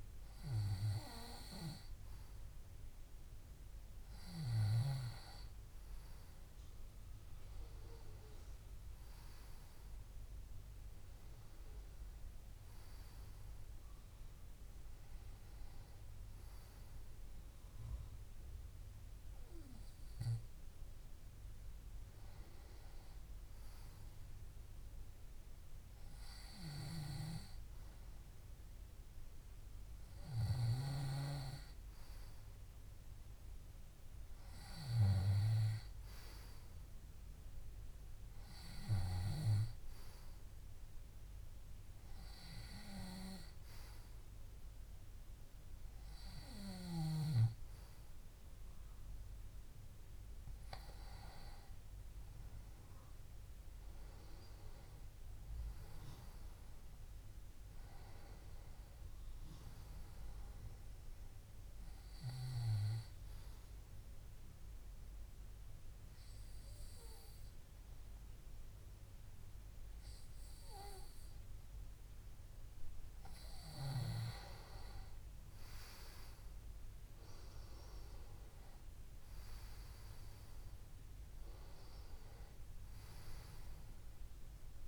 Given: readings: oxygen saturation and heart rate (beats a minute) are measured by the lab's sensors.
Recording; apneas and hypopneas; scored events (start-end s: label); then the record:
breathing in sleep by a room microphone; 1
56.00-59.50 s: arousal
63.50-74.00 s: obstructive apnea (oxygen 97% before, 93% lowest, heart rate 69 before, 64 extreme, up 6 after)
78.00-81.50 s: arousal
From the record:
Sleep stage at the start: N2 (light sleep); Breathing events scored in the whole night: 341 in 4.3 hours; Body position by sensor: on the left side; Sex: male